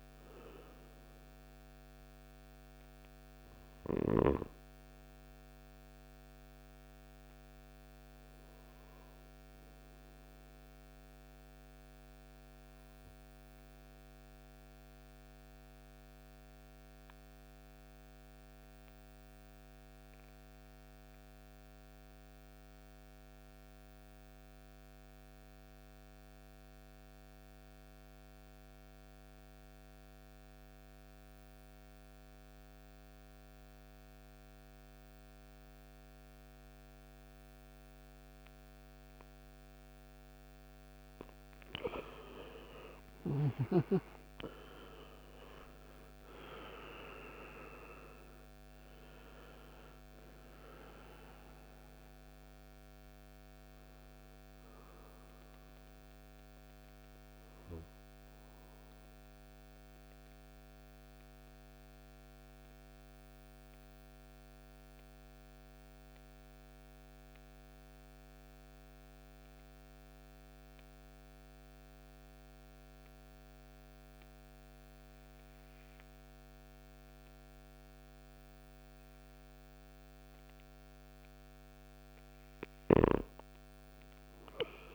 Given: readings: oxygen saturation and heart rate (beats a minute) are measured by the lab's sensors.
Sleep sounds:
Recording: breathing in sleep by a microphone on the trachea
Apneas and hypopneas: 2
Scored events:
0.00-13.50 s: oxygen desaturation (device-marked, oxygen 87% lowest, heart rate 52 extreme)
14.00-39.50 s: obstructive apnea (oxygen 97% before, 86% lowest, heart rate 64 before, 52 extreme, up 15 after)
35.50-71.50 s: oxygen desaturation (device-marked, oxygen 98% before, 86% lowest, heart rate 56 before, 51 extreme)
41.50-46.50 s: arousal
57.00-80.50 s: obstructive apnea (oxygen 98% before, 86% lowest, heart rate 71 before, 51 extreme, up 16 after)
82.50-84.95 s: arousal
From the record:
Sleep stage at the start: N2 (light sleep)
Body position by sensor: on the right side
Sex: male

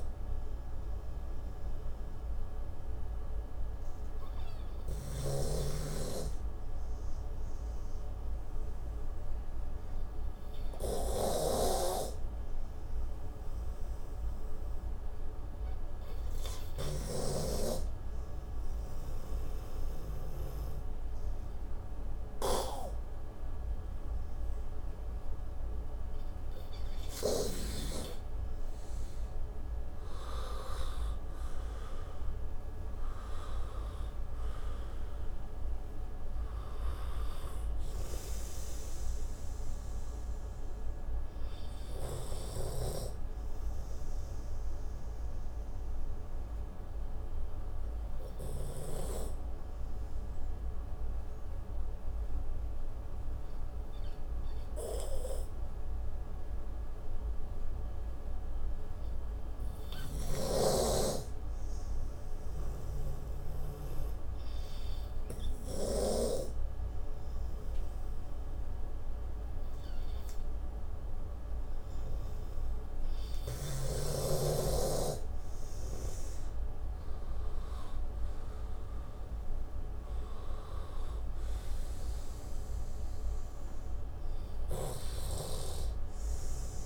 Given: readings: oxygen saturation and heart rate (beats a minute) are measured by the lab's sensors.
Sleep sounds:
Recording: breathing in sleep by a room microphone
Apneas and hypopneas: 2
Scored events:
0.50-28.00 s: obstructive apnea (oxygen 98% before, 91% lowest)
2.00-4.00 s: oxygen desaturation (device-marked, oxygen 98% before, 94% lowest)
5.50-18.00 s: snoring (device-marked)
10.00-15.00 s: oxygen desaturation (device-marked, oxygen 97% before, 91% lowest)
21.00-28.00 s: oxygen desaturation (device-marked, oxygen 95% before, 93% lowest)
29.50-32.50 s: arousal
39.50-76.00 s: obstructive apnea (oxygen 95% before, 91% lowest)
71.00-82.00 s: oxygen desaturation (device-marked, oxygen 98% before, 91% lowest)
80.50-84.50 s: arousal
From the record:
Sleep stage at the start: N2 (light sleep)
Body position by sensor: on the right side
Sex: male

